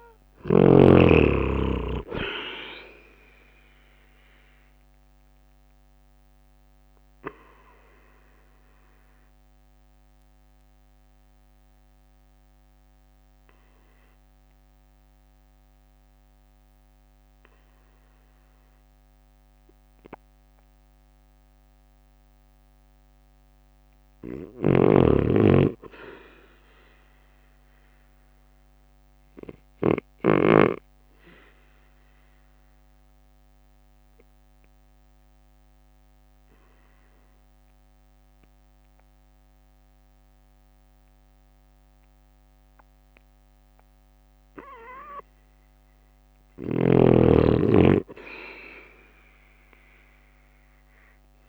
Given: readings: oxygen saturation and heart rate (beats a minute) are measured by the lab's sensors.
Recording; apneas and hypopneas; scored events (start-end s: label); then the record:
breathing in sleep by a microphone on the trachea; 2
0.00-1.50 s: arousal
1.50-14.50 s: drop in pulse transit time (device-marked, heart rate 55 before, 53 extreme)
8.00-22.50 s: obstructive apnea (oxygen 97% before, 93% lowest, heart rate 56 before, 51 extreme, up 6 after)
24.00-27.00 s: arousal
28.50-36.50 s: oxygen desaturation (device-marked, oxygen 97% before, 93% lowest, heart rate 53 before, 51 extreme)
29.50-38.50 s: drop in pulse transit time (device-marked, heart rate 53 before, 52 extreme)
32.50-44.00 s: obstructive apnea (oxygen 97% before, 93% lowest, heart rate 54 before, 51 extreme, up 7 after)
46.00-51.49 s: snoring (device-marked)
47.00-51.00 s: arousal
From the record:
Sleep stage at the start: N2 (light sleep); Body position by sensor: on the right side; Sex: male